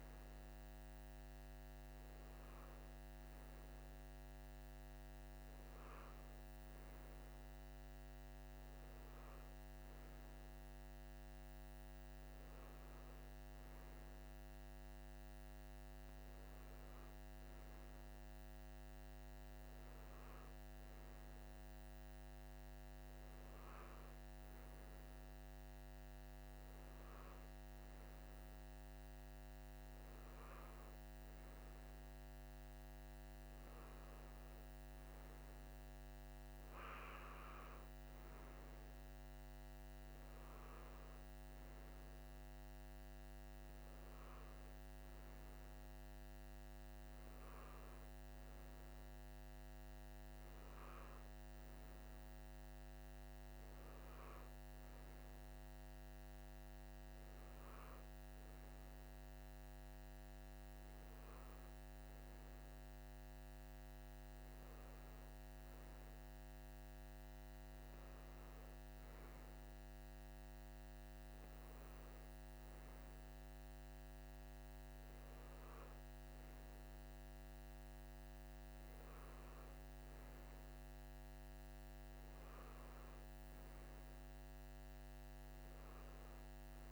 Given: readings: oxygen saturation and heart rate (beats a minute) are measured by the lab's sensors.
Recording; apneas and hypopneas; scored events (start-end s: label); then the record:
breathing in sleep, hard to hear, by a microphone on the trachea; none
none scored
From the record:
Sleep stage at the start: N2 (light sleep); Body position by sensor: on the right side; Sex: male